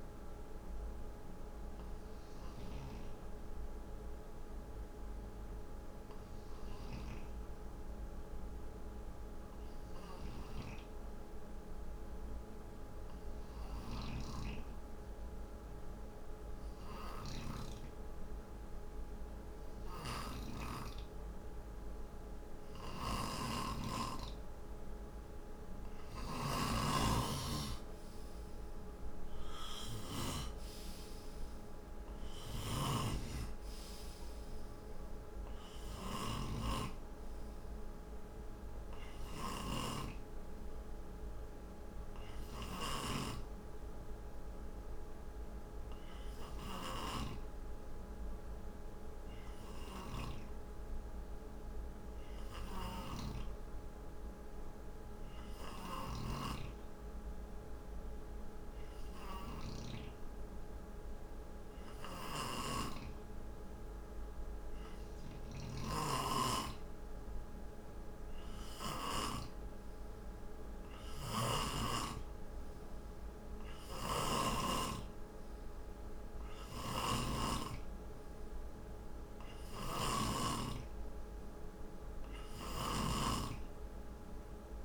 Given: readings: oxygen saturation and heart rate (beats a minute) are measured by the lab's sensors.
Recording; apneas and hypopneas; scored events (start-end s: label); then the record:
breathing in sleep by a room microphone; none
0.00-3.50 s: oxygen desaturation (device-marked, oxygen 88% lowest, heart rate 57 extreme)
10.00-17.50 s: snoring (device-marked)
19.50-30.00 s: snoring (device-marked)
32.00-50.00 s: snoring (device-marked)
32.50-50.50 s: oxygen desaturation (device-marked, oxygen 94% before, 89% lowest, heart rate 65 before, 59 extreme)
52.00-59.50 s: snoring (device-marked)
61.50-69.00 s: snoring (device-marked)
73.50-77.00 s: snoring (device-marked)
79.00-84.85 s: snoring (device-marked)
From the record:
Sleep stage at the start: N2 (light sleep); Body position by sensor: on the right side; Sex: male